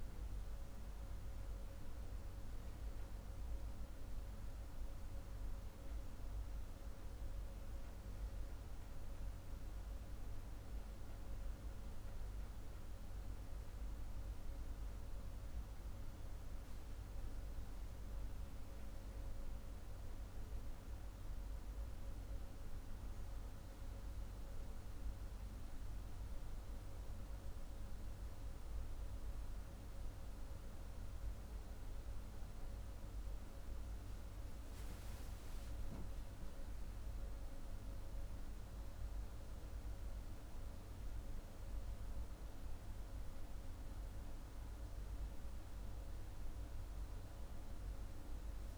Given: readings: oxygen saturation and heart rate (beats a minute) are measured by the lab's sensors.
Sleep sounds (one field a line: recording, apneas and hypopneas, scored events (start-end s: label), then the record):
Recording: breathing in sleep, hard to hear, by a room microphone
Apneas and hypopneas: none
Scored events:
none scored
From the record:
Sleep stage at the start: N2 (light sleep)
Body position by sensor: on the back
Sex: male